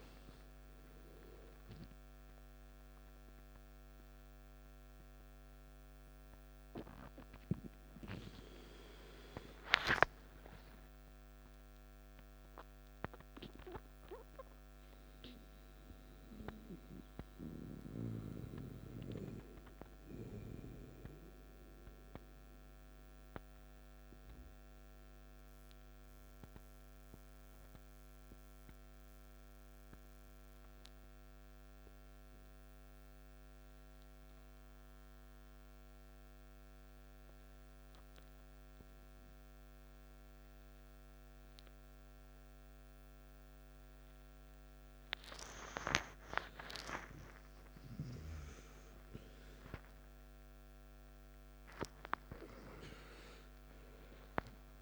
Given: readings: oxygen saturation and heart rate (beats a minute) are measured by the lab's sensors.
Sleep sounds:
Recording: breathing in sleep by a microphone on the trachea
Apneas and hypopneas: 1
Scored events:
0.00-26.00 s: oxygen desaturation (device-marked, oxygen 89% lowest, heart rate 53 extreme)
20.00-45.50 s: mixed apnea (oxygen 94% before, 90% lowest, heart rate 60 before, 54 extreme, up 10 after)
46.00-51.50 s: arousal
46.00-54.81 s: oxygen desaturation (device-marked, oxygen 97% before, 90% lowest, heart rate 57 before, 53 extreme)
From the record:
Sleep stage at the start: N2 (light sleep)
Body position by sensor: on the back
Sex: male

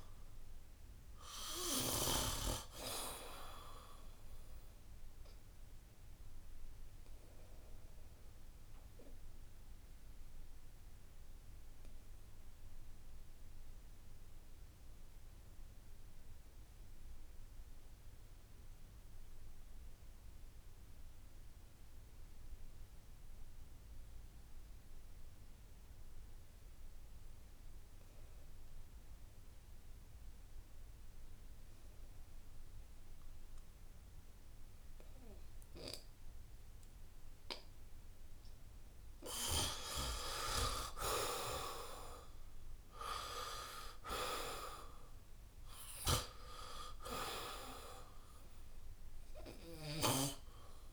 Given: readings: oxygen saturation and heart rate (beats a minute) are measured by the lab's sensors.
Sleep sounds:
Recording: breathing in sleep by a room microphone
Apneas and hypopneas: 1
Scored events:
0.00-19.50 s: oxygen desaturation (device-marked, oxygen 77% lowest, heart rate 64 extreme)
6.50-38.50 s: obstructive apnea (oxygen 95% before, 77% lowest, heart rate 73 before, 63 extreme, up 7 after)
25.50-50.93 s: oxygen desaturation (device-marked, oxygen 96% before, 77% lowest, heart rate 66 before, 62 extreme)
42.00-46.00 s: arousal
From the record:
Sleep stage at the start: N2 (light sleep)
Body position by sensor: on the back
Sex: male

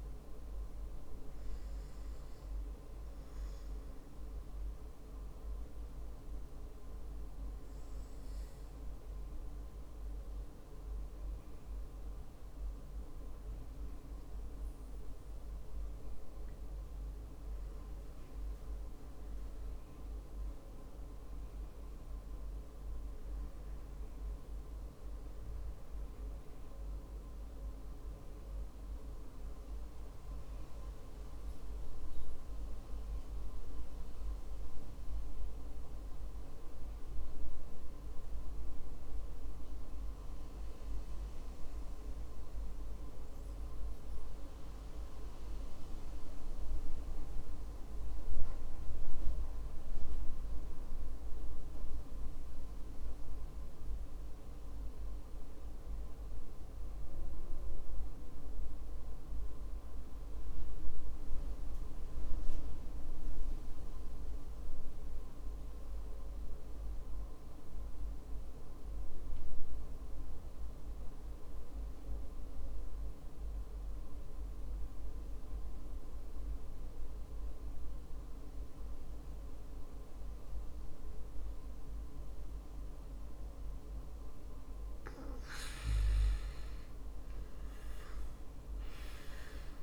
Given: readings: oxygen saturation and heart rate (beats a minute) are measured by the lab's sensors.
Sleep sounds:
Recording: breathing in sleep, hard to hear, by a room microphone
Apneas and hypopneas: 1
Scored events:
0.00-10.00 s: oxygen desaturation (device-marked, oxygen 79% lowest, heart rate 57 extreme)
17.50-23.00 s: arousal
27.50-85.50 s: mixed apnea (oxygen 99% before, 80% lowest, heart rate 67 before, 49 extreme, up 17 after)
35.00-89.83 s: new sleep stage, REM sleep
60.00-89.83 s: oxygen desaturation (device-marked, oxygen 96% before, 80% lowest, heart rate 57 before, 55 extreme)
87.00-89.83 s: arousal
From the record:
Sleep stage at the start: N2 (light sleep)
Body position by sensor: on the back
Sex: male

